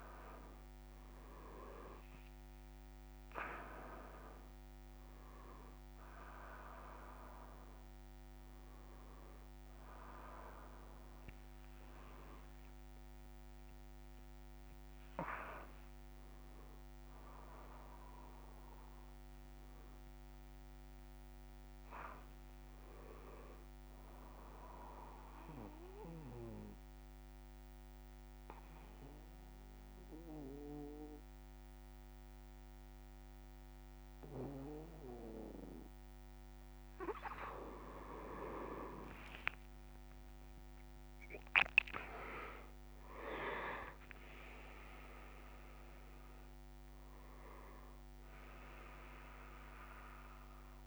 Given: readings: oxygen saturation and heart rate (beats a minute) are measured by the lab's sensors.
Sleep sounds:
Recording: breathing in sleep by a microphone on the trachea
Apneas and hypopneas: 1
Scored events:
0.00-21.00 s: oxygen desaturation (device-marked, oxygen 94% lowest)
24.50-37.00 s: obstructive apnea (oxygen 99% before, 93% lowest)
41.00-50.87 s: oxygen desaturation (device-marked, oxygen 99% before, 93% lowest)
From the record:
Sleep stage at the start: N2 (light sleep)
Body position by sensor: on the back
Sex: male

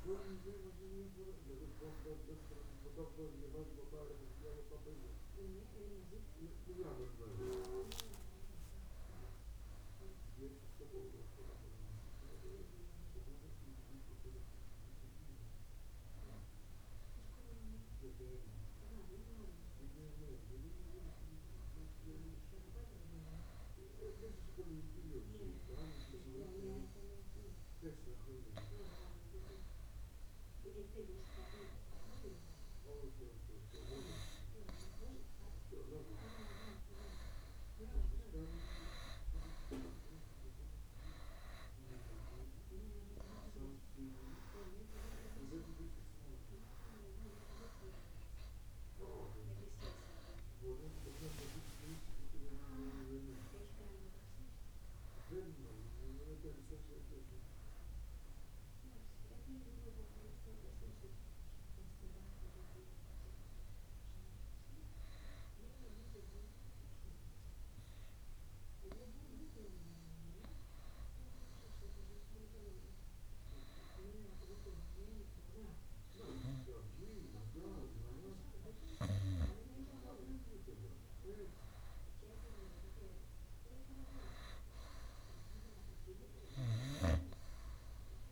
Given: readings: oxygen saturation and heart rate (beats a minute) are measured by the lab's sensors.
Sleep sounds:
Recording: breathing in sleep by a room microphone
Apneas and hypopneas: 1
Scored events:
0.00-20.50 s: oxygen desaturation (device-marked, oxygen 92% lowest, heart rate 58 extreme)
43.00-47.00 s: arousal
58.50-88.32 s: new sleep stage, N2 (light sleep)
67.00-80.00 s: hypopnea (oxygen 94% before, 92% lowest, heart rate 65 before, 57 extreme, up 5 after)
83.00-86.50 s: arousal
From the record:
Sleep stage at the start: N1 (lightest sleep)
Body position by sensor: on the right side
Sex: male

